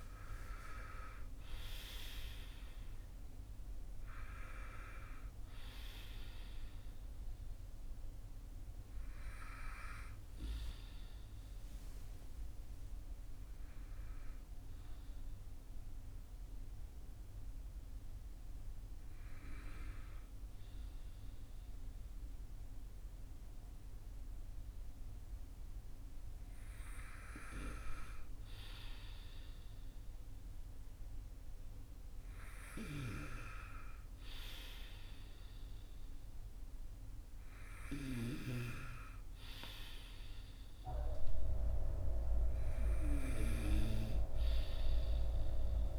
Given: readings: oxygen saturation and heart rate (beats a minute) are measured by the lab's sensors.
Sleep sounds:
breathing in sleep by a room microphone; 1
1.50-6.00 s: arousal
1.50-26.50 s: oxygen desaturation (device-marked, oxygen 97% before, 91% lowest, heart rate 54 before, 45 extreme)
10.00-27.00 s: hypopnea (oxygen 97% before, 91% lowest, heart rate 57 before, 45 extreme, up 12 after)
31.50-36.00 s: arousal
31.50-45.99 s: new sleep stage, N2 (light sleep)
36.50-45.99 s: oxygen desaturation (device-marked, oxygen 97% before, 93% lowest, heart rate 52 before, 45 extreme)
From the record:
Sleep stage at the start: N1 (lightest sleep); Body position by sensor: on the right side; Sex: male

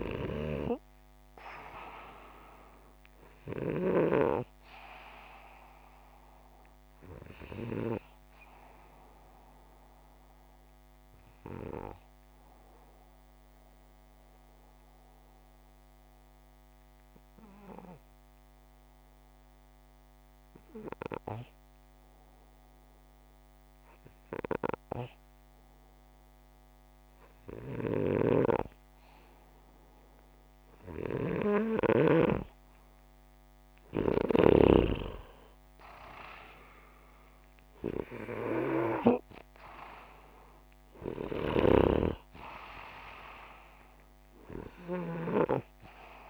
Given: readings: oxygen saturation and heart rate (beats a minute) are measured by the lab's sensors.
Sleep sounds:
breathing in sleep by a microphone on the trachea; 1
10.50-26.00 s: obstructive apnea (oxygen 91% before, 87% lowest, heart rate 124 before, 59 extreme)
28.00-31.50 s: arousal
30.50-45.50 s: oxygen desaturation (device-marked, oxygen 94% before, 87% lowest, heart rate 127 before, 66 extreme)
From the record:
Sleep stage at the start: N2 (light sleep); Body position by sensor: upright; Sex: male

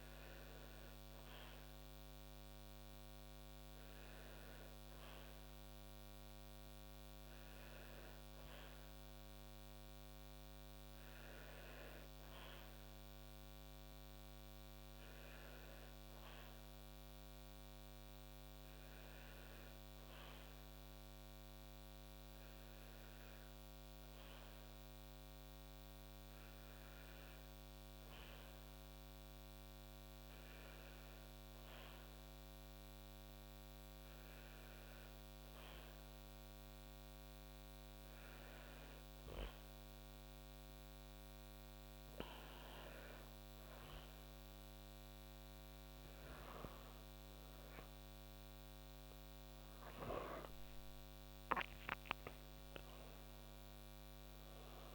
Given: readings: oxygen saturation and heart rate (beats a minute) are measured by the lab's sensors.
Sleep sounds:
breathing in sleep, hard to hear, by a microphone on the trachea; none
46.50-50.50 s: arousal
From the record:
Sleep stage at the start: N1 (lightest sleep); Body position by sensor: on the back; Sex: female

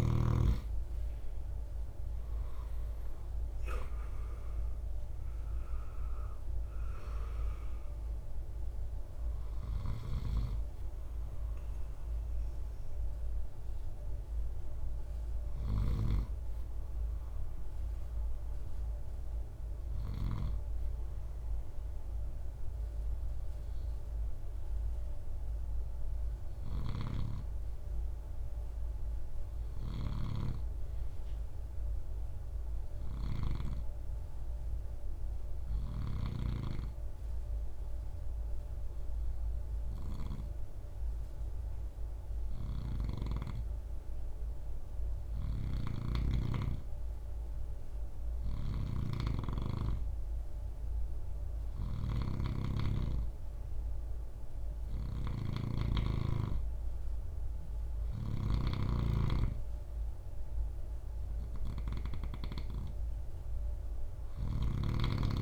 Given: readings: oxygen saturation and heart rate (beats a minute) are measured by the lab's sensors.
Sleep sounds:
breathing in sleep by a room microphone; 1
9.50-65.42 s: new sleep stage, N2 (light sleep)
27.50-45.50 s: hypopnea (oxygen 97% before, 94% lowest, heart rate 65 before, 62 extreme, up 4 after)
29.00-35.50 s: snoring (device-marked)
47.00-50.50 s: arousal
47.50-55.00 s: snoring (device-marked)
63.50-65.42 s: snoring (device-marked)
From the record:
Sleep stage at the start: N3 (deep sleep); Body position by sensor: on the right side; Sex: male

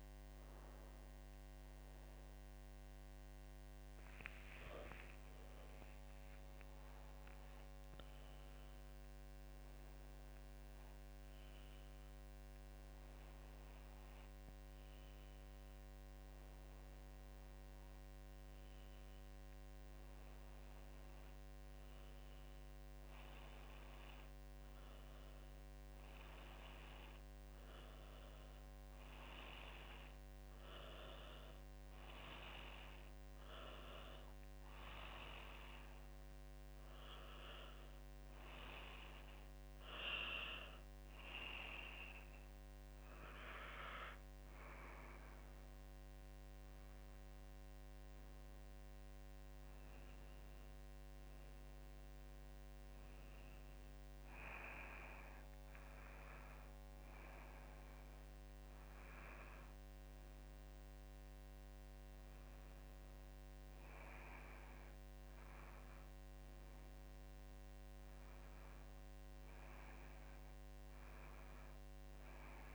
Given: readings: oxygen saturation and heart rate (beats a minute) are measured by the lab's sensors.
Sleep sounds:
breathing in sleep by a microphone on the trachea; none
6.00-11.00 s: arousal
From the record:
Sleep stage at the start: N2 (light sleep); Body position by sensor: on the back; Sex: female

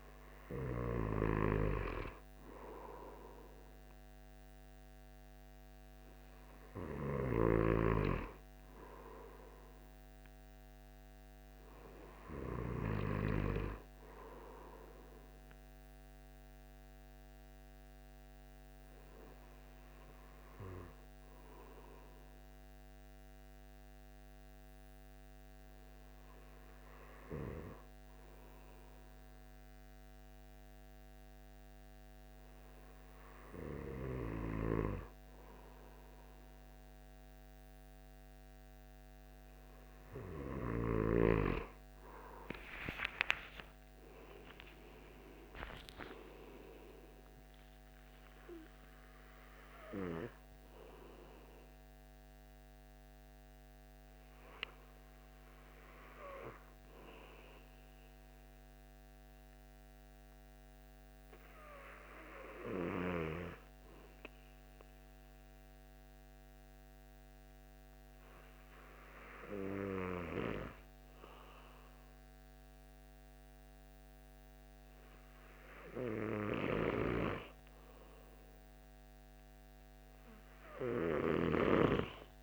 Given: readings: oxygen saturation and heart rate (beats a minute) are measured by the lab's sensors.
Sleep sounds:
breathing in sleep by a microphone on the trachea; 2
16.50-37.00 s: hypopnea (oxygen 96% before, 93% lowest, heart rate 69 before, 36 extreme, up 22 after)
42.50-46.50 s: arousal
55.00-77.00 s: hypopnea (oxygen 96% before, 93% lowest, heart rate 77 before, 40 extreme, up 31 after)
From the record:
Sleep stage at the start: N2 (light sleep); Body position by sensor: on the back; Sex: male

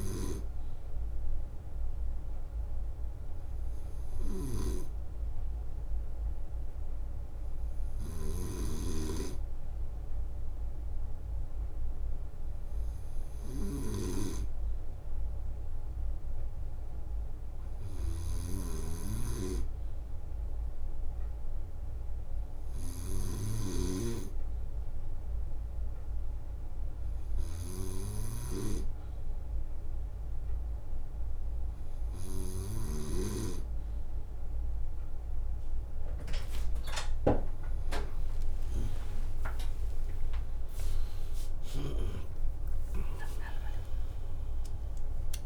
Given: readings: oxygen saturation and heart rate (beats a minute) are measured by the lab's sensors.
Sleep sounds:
breathing in sleep by a room microphone; none
0.00-1.50 s: leg movement (device-marked)
0.00-33.00 s: snoring (device-marked)
2.50-8.00 s: leg movement (device-marked)
12.00-14.50 s: leg movement (device-marked)
16.00-20.00 s: leg movement (device-marked)
22.00-26.50 s: leg movement (device-marked)
28.50-34.50 s: leg movement (device-marked)
37.50-44.00 s: leg movement (device-marked)
38.50-40.50 s: long interval between heartbeats (device-marked, heart rate 66 before, 76 extreme)
39.00-45.46 s: new sleep stage, awake
41.00-43.00 s: long interval between heartbeats (device-marked, heart rate 68 before, 89 extreme)
41.00-45.46 s: drop in pulse transit time (device-marked, heart rate 68 before, 76 extreme)
From the record:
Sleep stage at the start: N2 (light sleep); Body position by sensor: on the right side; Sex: male

